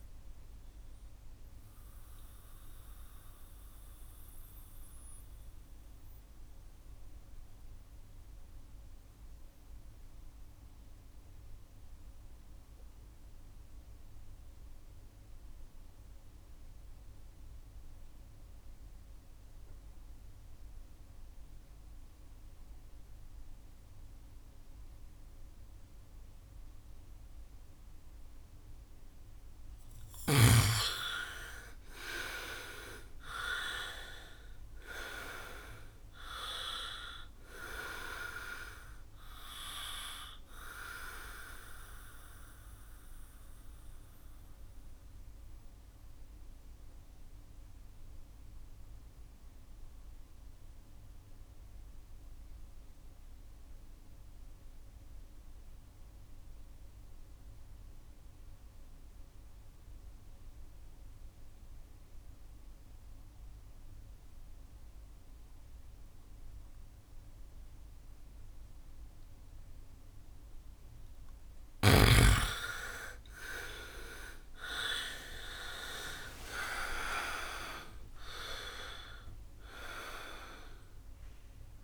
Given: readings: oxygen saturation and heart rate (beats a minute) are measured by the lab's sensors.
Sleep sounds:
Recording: breathing in sleep by a room microphone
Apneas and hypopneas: 2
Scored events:
0.00-19.00 s: oxygen desaturation (device-marked, oxygen 75% lowest, heart rate 62 extreme)
1.00-29.50 s: mixed apnea (oxygen 99% before, 75% lowest, heart rate 68 before, 62 extreme, up 9 after)
27.00-62.00 s: oxygen desaturation (device-marked, oxygen 99% before, 75% lowest, heart rate 68 before, 63 extreme)
31.50-36.00 s: arousal
43.00-69.50 s: mixed apnea (oxygen 99% before, 75% lowest, heart rate 67 before, 64 extreme, up 50 after)
71.00-81.84 s: oxygen desaturation (device-marked, oxygen 99% before, 75% lowest, heart rate 68 before, 60 extreme)
74.00-78.00 s: arousal
75.00-77.00 s: long interval between heartbeats (device-marked, heart rate 68 before, 79 extreme)
78.00-80.00 s: long interval between heartbeats (device-marked, heart rate 73 before, 122 extreme)
From the record:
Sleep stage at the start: N2 (light sleep)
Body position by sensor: on the back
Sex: male

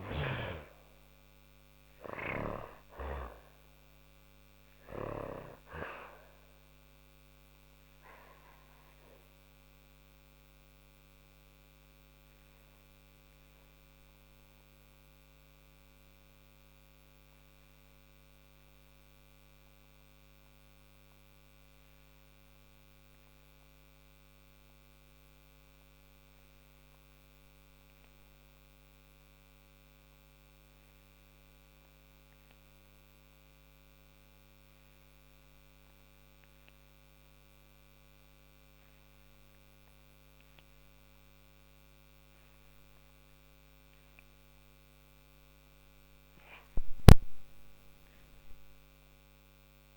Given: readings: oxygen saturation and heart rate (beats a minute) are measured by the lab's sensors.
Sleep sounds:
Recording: breathing in sleep by a microphone on the trachea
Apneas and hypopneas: 1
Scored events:
0.00-1.50 s: snoring (device-marked)
0.00-27.50 s: oxygen desaturation (device-marked, oxygen 80% lowest, heart rate 46 extreme)
4.00-18.50 s: obstructive apnea (oxygen 97% before, 80% lowest, heart rate 107 before, 46 extreme, up 15 after)
20.50-24.50 s: arousal
44.50-49.97 s: oxygen desaturation (device-marked, oxygen 98% before, 80% lowest, heart rate 64 before, 36 extreme)
From the record:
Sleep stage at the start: N2 (light sleep)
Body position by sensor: on the back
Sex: female

